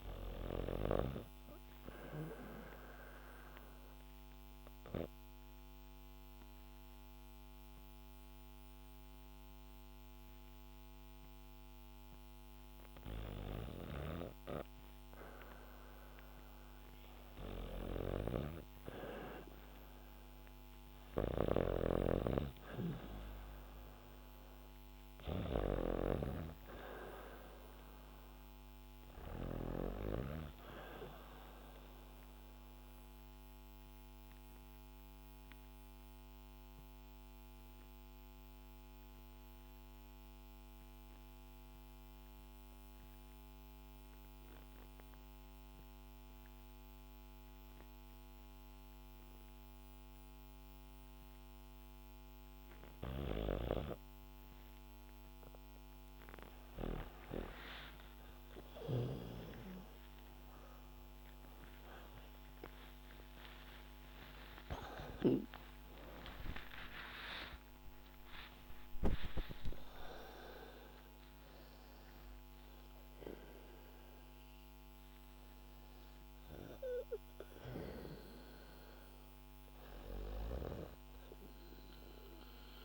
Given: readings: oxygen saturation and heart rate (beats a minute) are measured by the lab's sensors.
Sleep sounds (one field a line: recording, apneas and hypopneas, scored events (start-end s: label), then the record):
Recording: breathing in sleep by a microphone on the trachea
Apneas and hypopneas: 2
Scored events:
0.00-17.00 s: oxygen desaturation (device-marked, oxygen 88% lowest, heart rate 60 extreme)
2.50-13.00 s: obstructive apnea (oxygen 100% before, 88% lowest, heart rate 62 before, 69 extreme, up 3 after)
17.50-29.50 s: snoring (device-marked)
19.00-24.00 s: arousal
32.50-51.50 s: obstructive apnea (oxygen 94% before, 88% lowest, heart rate 73 before, 69 extreme, up 2 after)
53.00-81.00 s: oxygen desaturation (device-marked, oxygen 98% before, 88% lowest, heart rate 74 before, 64 extreme)
61.00-67.50 s: arousal
From the record:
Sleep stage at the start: REM sleep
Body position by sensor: on the back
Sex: female